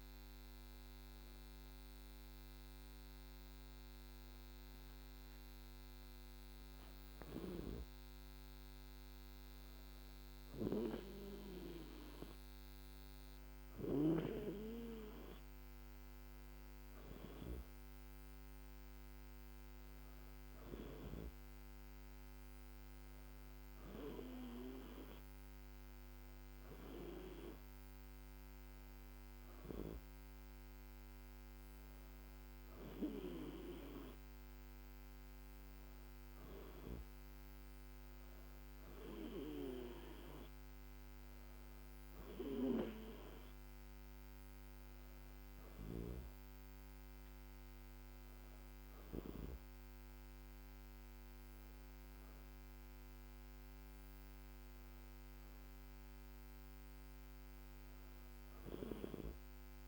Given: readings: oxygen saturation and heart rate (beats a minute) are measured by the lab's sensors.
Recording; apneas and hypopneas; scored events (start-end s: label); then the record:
breathing in sleep by a microphone on the trachea; none
none scored
From the record:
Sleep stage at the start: N2 (light sleep); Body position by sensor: on the back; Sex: female